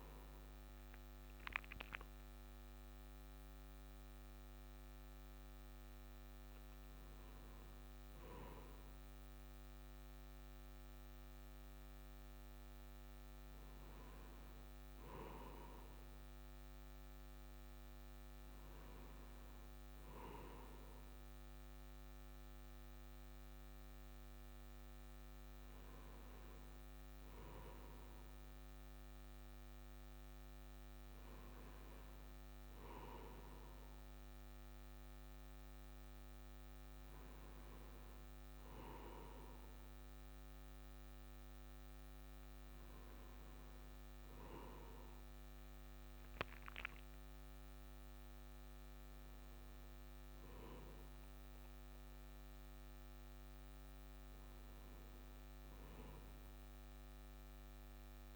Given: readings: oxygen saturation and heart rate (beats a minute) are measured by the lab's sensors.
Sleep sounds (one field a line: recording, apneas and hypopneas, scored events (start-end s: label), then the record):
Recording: breathing in sleep by a microphone on the trachea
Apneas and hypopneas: none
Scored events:
none scored
From the record:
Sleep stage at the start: N1 (lightest sleep)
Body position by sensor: on the right side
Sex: male